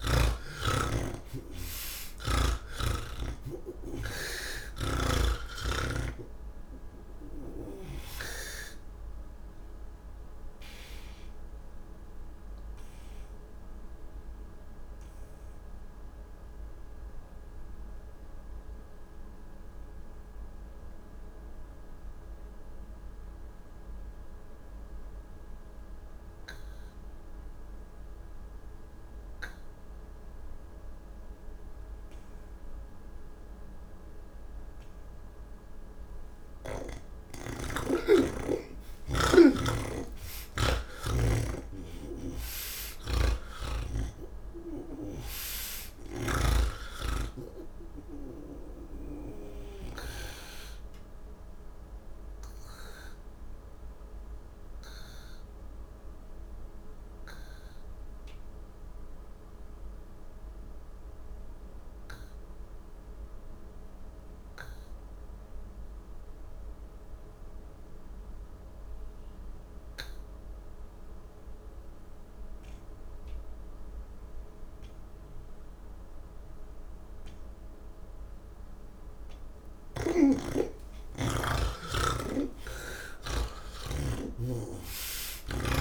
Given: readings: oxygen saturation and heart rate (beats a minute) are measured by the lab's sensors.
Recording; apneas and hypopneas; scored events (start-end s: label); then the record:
breathing in sleep by a room microphone; none
9.00-27.00 s: oxygen desaturation (device-marked, oxygen 93% before, 81% lowest, heart rate 112 before, 66 extreme)
29.00-43.00 s: oxygen desaturation (device-marked, oxygen 98% before, 91% lowest, heart rate 109 before, 83 extreme)
50.00-69.00 s: oxygen desaturation (device-marked, oxygen 93% before, 76% lowest, heart rate 106 before, 29 extreme)
80.00-85.81 s: oxygen desaturation (device-marked, oxygen 97% before, 78% lowest, heart rate 118 before, 27 extreme)
82.00-85.50 s: snoring (device-marked)
From the record:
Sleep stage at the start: N1 (lightest sleep); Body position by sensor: on the back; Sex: male